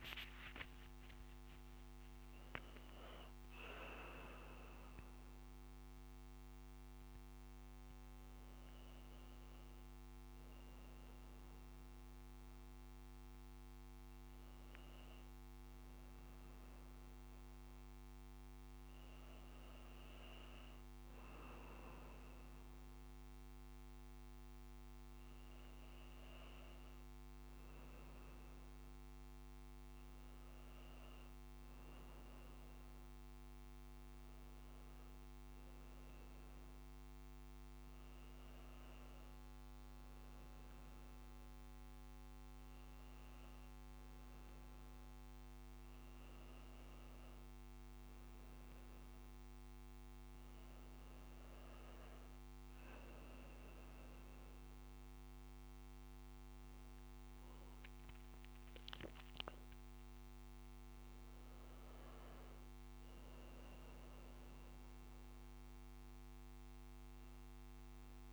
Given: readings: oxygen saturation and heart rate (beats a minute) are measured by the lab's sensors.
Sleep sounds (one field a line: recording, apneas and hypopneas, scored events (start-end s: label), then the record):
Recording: breathing in sleep, hard to hear, by a microphone on the trachea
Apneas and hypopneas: none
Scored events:
none scored
From the record:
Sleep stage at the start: N1 (lightest sleep)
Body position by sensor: on the back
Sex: male